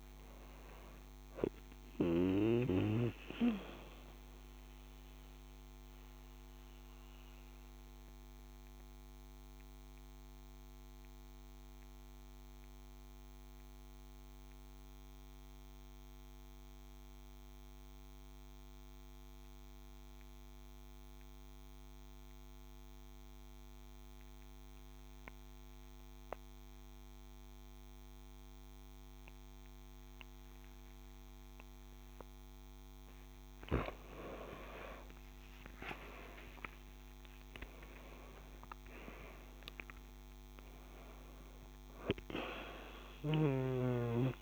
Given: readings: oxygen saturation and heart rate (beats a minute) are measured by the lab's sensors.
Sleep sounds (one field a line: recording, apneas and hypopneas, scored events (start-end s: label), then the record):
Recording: breathing in sleep by a microphone on the trachea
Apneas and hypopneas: 1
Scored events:
6.00-32.50 s: mixed apnea (oxygen 96% before, 91% lowest)
33.50-44.42 s: oxygen desaturation (device-marked, oxygen 97% before, 91% lowest)
36.00-40.50 s: arousal
From the record:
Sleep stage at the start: N2 (light sleep)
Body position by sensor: on the back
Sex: female